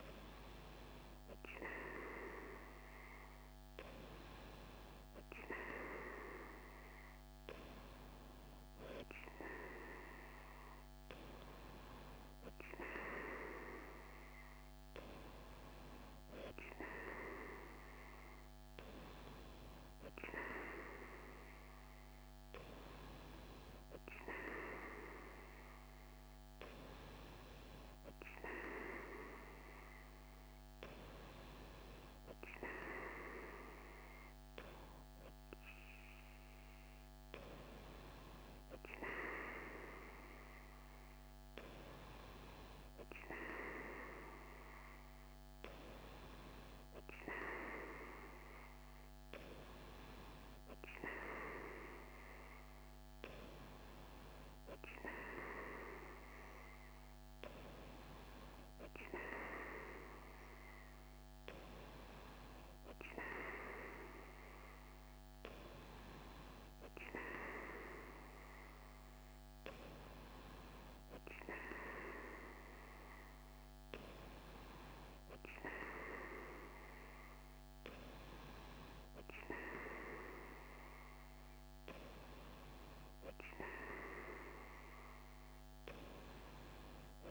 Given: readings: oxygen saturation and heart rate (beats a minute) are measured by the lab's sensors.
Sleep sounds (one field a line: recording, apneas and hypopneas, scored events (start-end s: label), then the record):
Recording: breathing in sleep by a microphone on the trachea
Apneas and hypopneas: none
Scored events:
none scored
From the record:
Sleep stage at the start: N3 (deep sleep)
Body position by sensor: on the right side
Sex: female